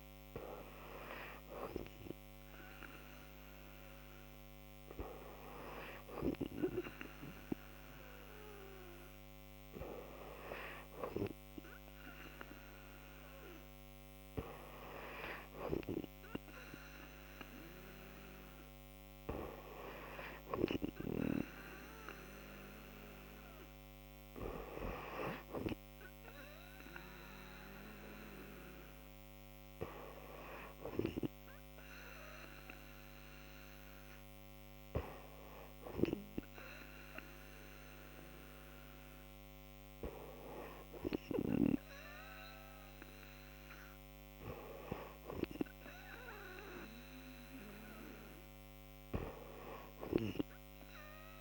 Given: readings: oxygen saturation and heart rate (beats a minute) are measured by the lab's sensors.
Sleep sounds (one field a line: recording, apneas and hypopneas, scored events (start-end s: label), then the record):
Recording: breathing in sleep by a microphone on the trachea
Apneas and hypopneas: none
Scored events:
none scored
From the record:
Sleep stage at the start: N2 (light sleep)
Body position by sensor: on the back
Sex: female